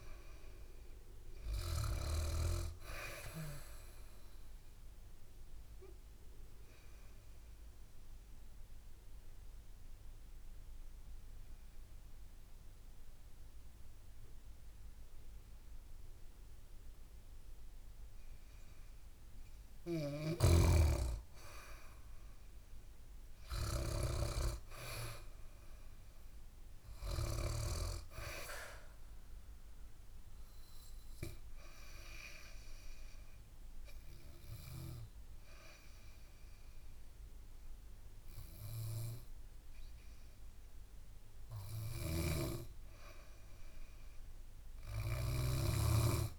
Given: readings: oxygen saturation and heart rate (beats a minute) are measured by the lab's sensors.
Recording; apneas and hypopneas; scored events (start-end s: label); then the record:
breathing in sleep by a room microphone; 2
0.00-2.00 s: snoring (device-marked)
4.50-19.50 s: obstructive apnea (oxygen 99% before, 95% lowest, heart rate 68 before, 62 extreme, up 7 after)
19.50-24.00 s: snoring (device-marked)
21.50-25.50 s: arousal
24.50-41.50 s: oxygen desaturation (device-marked, oxygen 98% before, 95% lowest, heart rate 66 before, 65 extreme)
28.50-42.00 s: obstructive apnea (oxygen 99% before, 94% lowest, heart rate 66 before, 65 extreme, up 4 after)
41.50-46.39 s: snoring (device-marked)
43.50-46.39 s: arousal
From the record:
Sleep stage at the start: N2 (light sleep); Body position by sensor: on the back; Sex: female